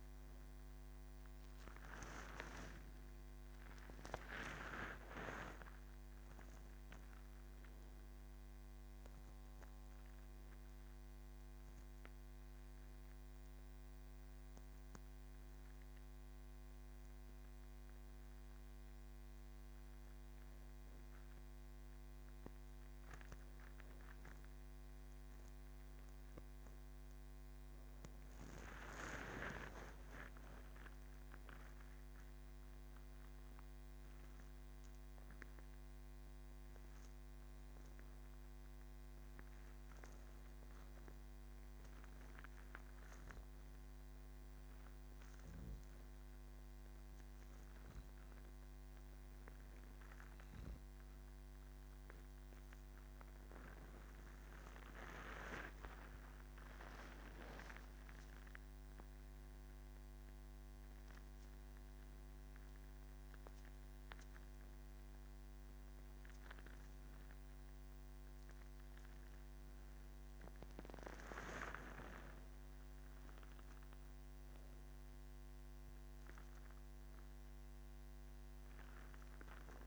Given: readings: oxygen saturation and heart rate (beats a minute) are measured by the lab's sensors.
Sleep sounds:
breathing in sleep by a microphone on the trachea; 1
42.50-53.50 s: hypopnea (oxygen 94% before, 93% lowest, heart rate 59 before, 44 extreme, up 12 after)
From the record:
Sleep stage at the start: N2 (light sleep); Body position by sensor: on the back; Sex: female

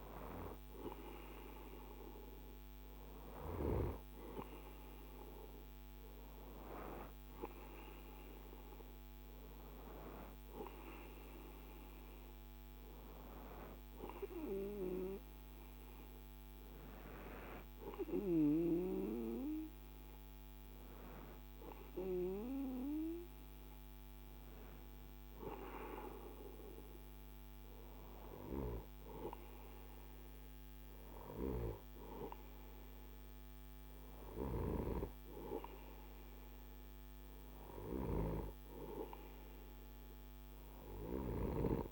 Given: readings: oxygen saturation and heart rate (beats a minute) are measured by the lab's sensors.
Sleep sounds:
breathing in sleep by a microphone on the trachea; none
none scored
From the record:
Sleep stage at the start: N2 (light sleep); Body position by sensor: on the right side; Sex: male

